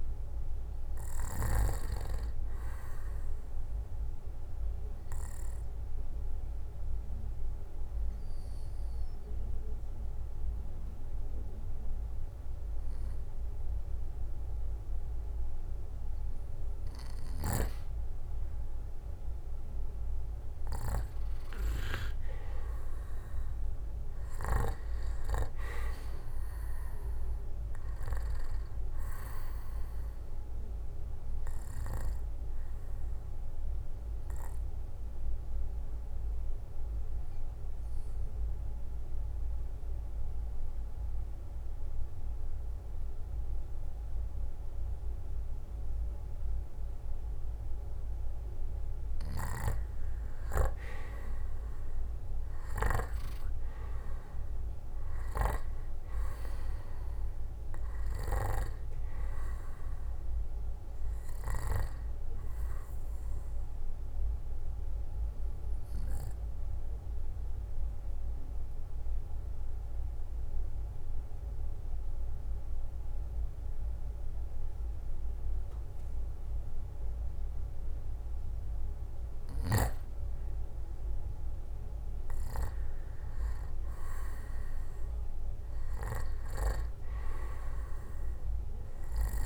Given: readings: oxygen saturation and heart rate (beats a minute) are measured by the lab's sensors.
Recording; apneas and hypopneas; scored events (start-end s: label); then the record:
breathing in sleep by a room microphone; 3
0.00-14.00 s: oxygen desaturation (device-marked, oxygen 91% lowest, heart rate 59 extreme)
4.00-17.50 s: obstructive apnea (oxygen 97% before, 90% lowest, heart rate 64 before, 59 extreme, up 9 after)
19.00-22.00 s: arousal
28.00-42.00 s: oxygen desaturation (device-marked, oxygen 97% before, 92% lowest, heart rate 63 before, 58 extreme)
33.00-49.00 s: obstructive apnea (oxygen 97% before, 90% lowest, heart rate 65 before, 58 extreme, up 10 after)
53.00-72.00 s: oxygen desaturation (device-marked, oxygen 97% before, 90% lowest, heart rate 62 before, 58 extreme)
54.50-58.00 s: arousal
64.00-78.50 s: obstructive apnea (oxygen 97% before, 89% lowest, heart rate 66 before, 58 extreme, up 11 after)
84.00-89.46 s: oxygen desaturation (device-marked, oxygen 97% before, 92% lowest, heart rate 60 before, 58 extreme)
84.50-88.50 s: arousal
From the record:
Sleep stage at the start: N2 (light sleep); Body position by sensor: on the back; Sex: male